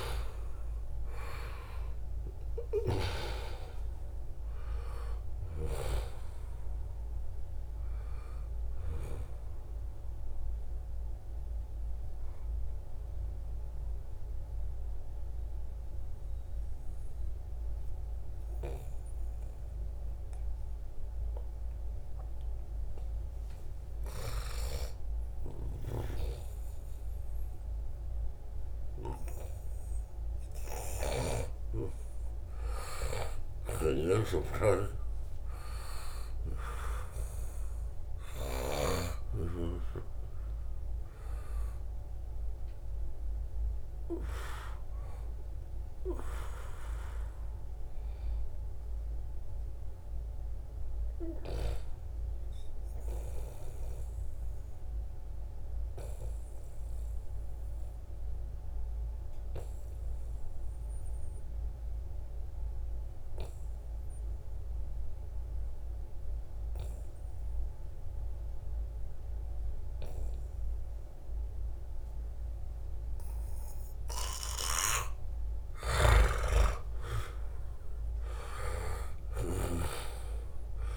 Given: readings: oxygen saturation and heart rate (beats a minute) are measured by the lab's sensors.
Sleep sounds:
breathing in sleep by a room microphone; 2
0.00-21.50 s: oxygen desaturation (device-marked, oxygen 88% lowest, heart rate 70 extreme)
2.00-5.50 s: snoring (device-marked)
10.00-22.50 s: obstructive apnea (oxygen 97% before, 88% lowest, heart rate 74 before, 73 extreme, up 3 after)
23.50-27.50 s: arousal
25.50-31.00 s: snoring (device-marked)
33.00-38.50 s: snoring (device-marked)
52.00-74.00 s: obstructive apnea (oxygen 97% before, 88% lowest, heart rate 80 before, 70 extreme, up 5 after)
69.50-80.97 s: oxygen desaturation (device-marked, oxygen 95% before, 88% lowest, heart rate 76 before, 67 extreme)
75.00-79.50 s: snoring (device-marked)
75.50-80.00 s: arousal
From the record:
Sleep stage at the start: N2 (light sleep); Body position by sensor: on the right side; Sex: male

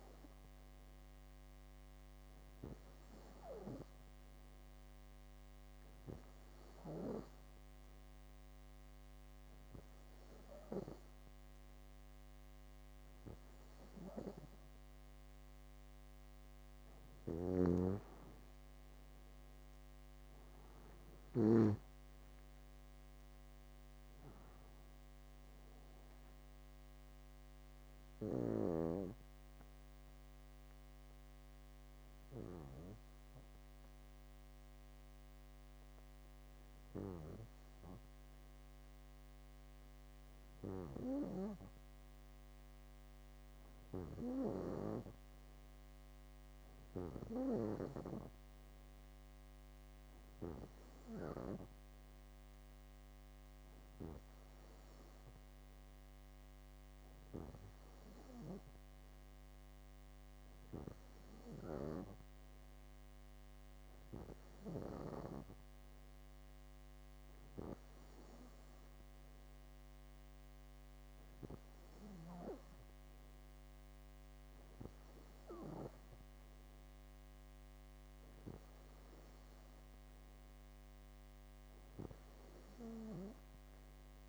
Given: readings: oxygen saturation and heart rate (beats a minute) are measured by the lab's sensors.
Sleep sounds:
breathing in sleep by a microphone on the trachea; none
17.00-21.50 s: snoring (device-marked)
20.00-23.00 s: arousal
From the record:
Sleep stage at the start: N2 (light sleep); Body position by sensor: on the back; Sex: female

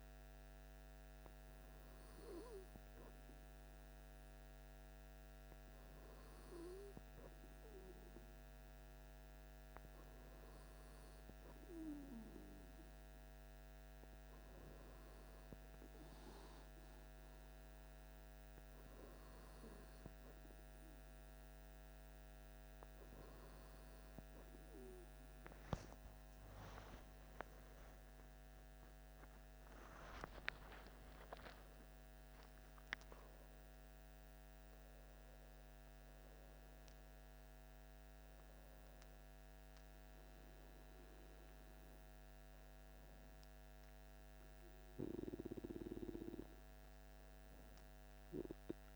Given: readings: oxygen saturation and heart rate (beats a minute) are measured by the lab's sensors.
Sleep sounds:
breathing in sleep by a microphone on the trachea; none
27.50-34.50 s: arousal
From the record:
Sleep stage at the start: N2 (light sleep); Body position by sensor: on the back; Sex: male

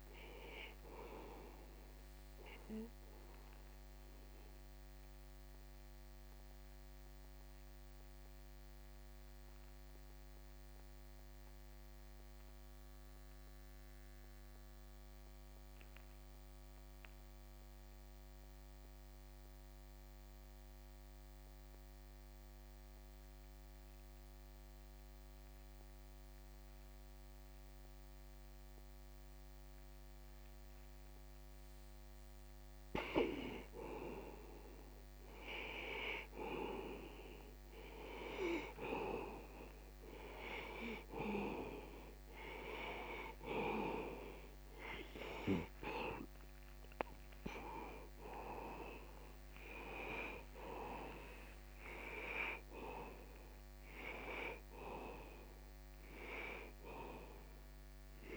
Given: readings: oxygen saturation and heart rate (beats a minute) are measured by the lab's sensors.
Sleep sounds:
breathing in sleep by a microphone on the trachea; 1
0.00-23.00 s: oxygen desaturation (device-marked, oxygen 85% lowest)
5.00-33.50 s: mixed apnea (oxygen 96% before, 85% lowest)
35.50-40.00 s: arousal
42.00-58.37 s: oxygen desaturation (device-marked, oxygen 98% before, 86% lowest)
From the record:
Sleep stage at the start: N2 (light sleep); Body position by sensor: on the back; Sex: male

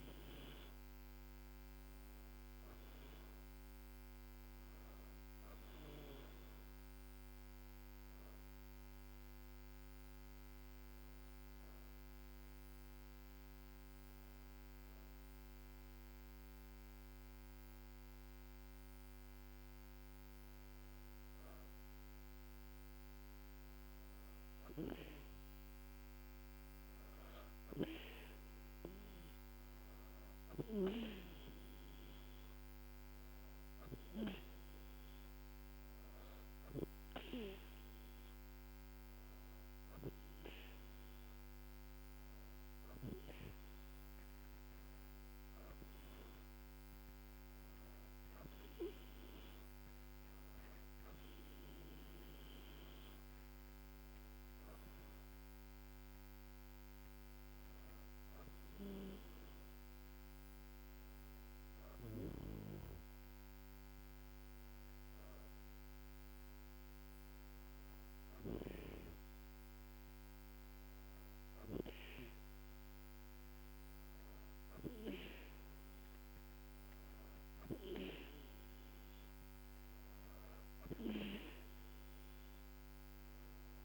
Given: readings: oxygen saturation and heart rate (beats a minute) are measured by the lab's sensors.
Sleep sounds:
breathing in sleep by a microphone on the trachea; 1
10.50-22.50 s: hypopnea (oxygen 97% before, 95% lowest, heart rate 79 before, 75 extreme, up 6 after)
25.00-28.50 s: arousal
From the record:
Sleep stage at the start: N2 (light sleep); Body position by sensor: on the back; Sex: female

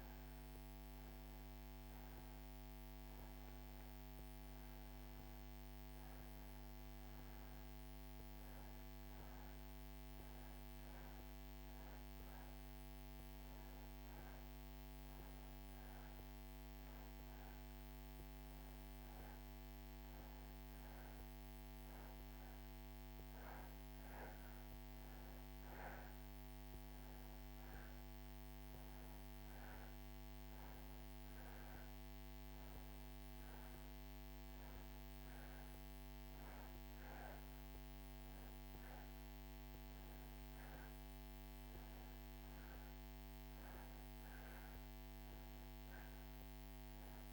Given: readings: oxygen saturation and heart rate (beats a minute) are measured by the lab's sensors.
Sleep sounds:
breathing in sleep, hard to hear, by a microphone on the trachea; none
none scored
From the record:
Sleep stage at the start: N2 (light sleep); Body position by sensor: on the back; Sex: male

